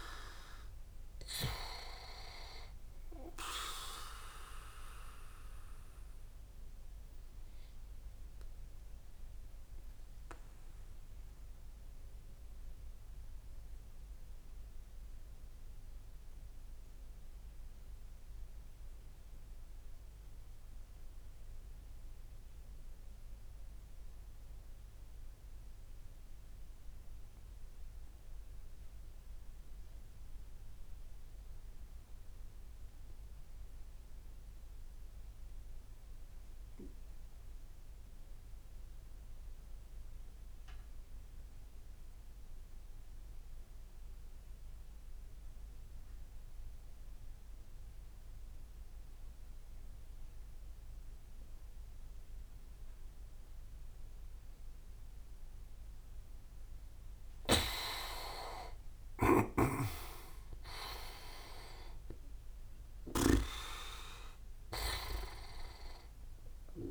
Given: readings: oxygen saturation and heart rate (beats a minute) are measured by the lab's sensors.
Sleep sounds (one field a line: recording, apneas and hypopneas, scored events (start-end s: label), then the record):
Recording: breathing in sleep by a room microphone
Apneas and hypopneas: 1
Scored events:
0.00-11.00 s: oxygen desaturation (device-marked, oxygen 83% lowest)
5.50-54.00 s: obstructive apnea (oxygen 96% before, 84% lowest, heart rate 44 before, 63 extreme, up 21 after)
36.00-66.91 s: oxygen desaturation (device-marked, oxygen 99% before, 84% lowest, heart rate 79 before, 61 extreme)
57.00-66.91 s: snoring (device-marked)
58.50-63.50 s: arousal
From the record:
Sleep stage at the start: REM sleep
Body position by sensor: on the back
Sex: male